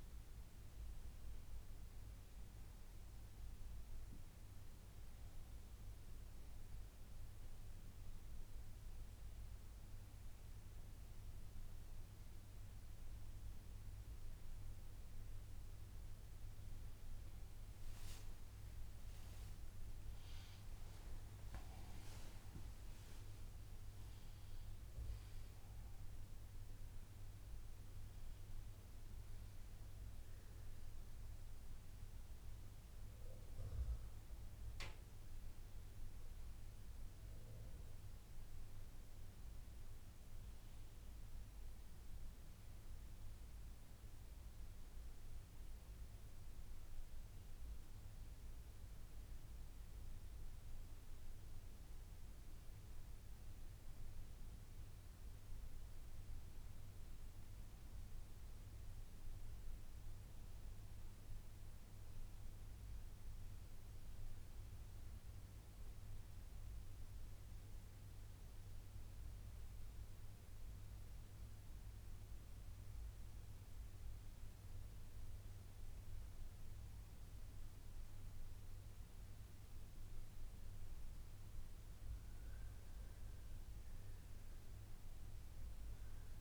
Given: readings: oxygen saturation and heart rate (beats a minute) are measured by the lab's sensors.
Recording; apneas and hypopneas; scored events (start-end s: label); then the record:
a person partly awake in a sleep study, hard to hear, by a room microphone; none
30.00-86.41 s: new sleep stage, N1 (lightest sleep)
From the record:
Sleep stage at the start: awake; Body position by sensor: on the back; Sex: male